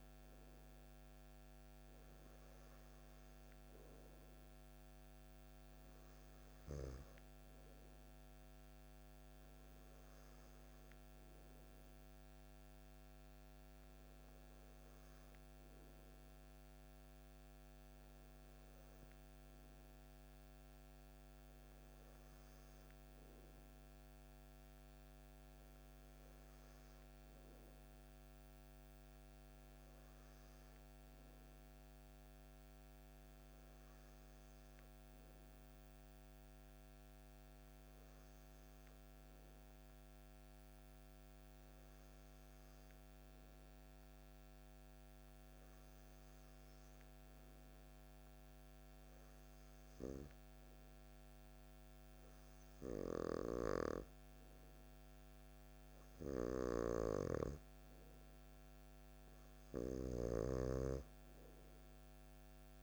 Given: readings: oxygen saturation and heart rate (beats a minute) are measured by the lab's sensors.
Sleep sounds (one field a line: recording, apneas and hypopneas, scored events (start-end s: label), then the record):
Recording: breathing in sleep by a microphone on the trachea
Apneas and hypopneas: 1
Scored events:
33.00-57.00 s: hypopnea (oxygen 96% before, 94% lowest, heart rate 55 before, 53 extreme, up 6 after)
60.50-62.82 s: arousal
From the record:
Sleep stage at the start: N2 (light sleep)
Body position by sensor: on the back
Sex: male